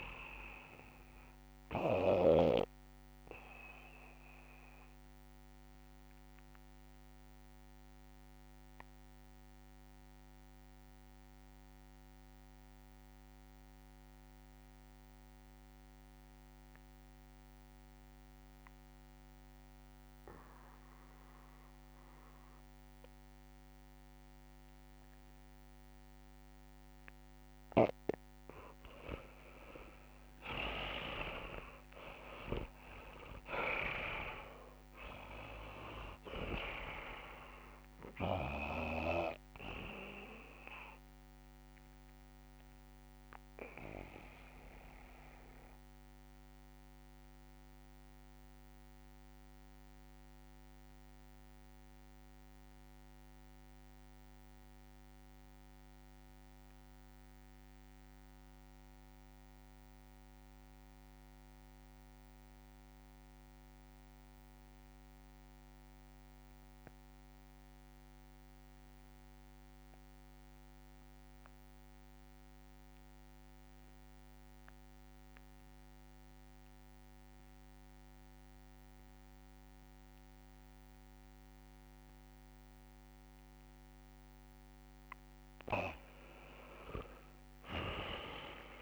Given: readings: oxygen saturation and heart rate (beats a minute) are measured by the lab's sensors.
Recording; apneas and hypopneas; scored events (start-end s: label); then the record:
breathing in sleep by a microphone on the trachea; 2
0.00-2.00 s: snoring (device-marked)
0.00-13.00 s: oxygen desaturation (device-marked, oxygen 73% lowest, heart rate 61 extreme)
2.50-26.50 s: obstructive apnea (oxygen 87% before, 73% lowest, heart rate 80 before, 66 extreme, up 20 after)
25.00-54.00 s: oxygen desaturation (device-marked, oxygen 100% before, 80% lowest, heart rate 69 before, 65 extreme)
29.00-33.00 s: arousal
34.50-36.50 s: long interval between heartbeats (device-marked, heart rate 69 before, 86 extreme)
43.00-84.00 s: obstructive apnea (oxygen 100% before, 78% lowest, heart rate 74 before, 65 extreme, up 29 after)
69.00-88.81 s: oxygen desaturation (device-marked, oxygen 99% before, 78% lowest, heart rate 67 before, 62 extreme)
86.50-88.81 s: arousal
87.00-88.81 s: long interval between heartbeats (device-marked, heart rate 69 before, 80 extreme)
From the record:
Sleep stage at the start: REM sleep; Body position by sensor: on the back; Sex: male